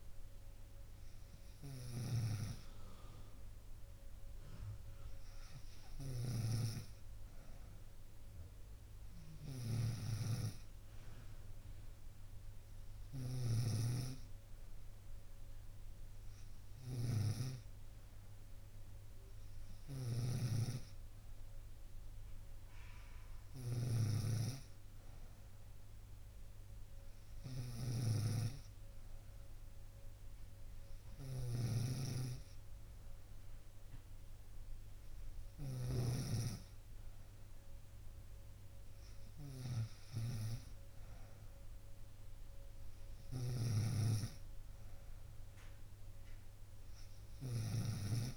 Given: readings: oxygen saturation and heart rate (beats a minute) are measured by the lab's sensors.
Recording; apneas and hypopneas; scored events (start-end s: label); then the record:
breathing in sleep by a room microphone; none
0.00-36.00 s: snoring (device-marked)
43.00-48.37 s: snoring (device-marked)
From the record:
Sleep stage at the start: N2 (light sleep); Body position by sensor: on the right side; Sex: female